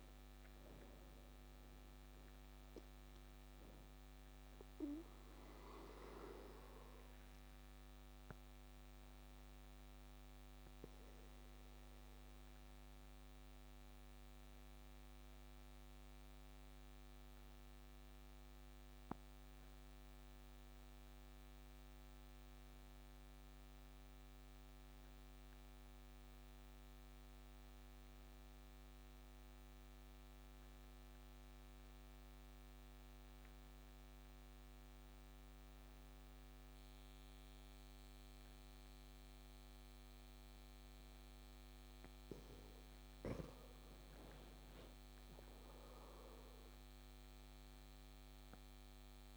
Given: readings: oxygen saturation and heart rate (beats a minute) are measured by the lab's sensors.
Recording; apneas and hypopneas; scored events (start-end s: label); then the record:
breathing in sleep, hard to hear, by a microphone on the trachea; 1
0.00-1.00 s: arousal
6.00-39.50 s: obstructive apnea (oxygen 95% before, 89% lowest)
41.00-49.37 s: oxygen desaturation (device-marked, oxygen 97% before, 91% lowest)
44.50-48.00 s: arousal
From the record:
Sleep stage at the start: N2 (light sleep); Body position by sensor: on the back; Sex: male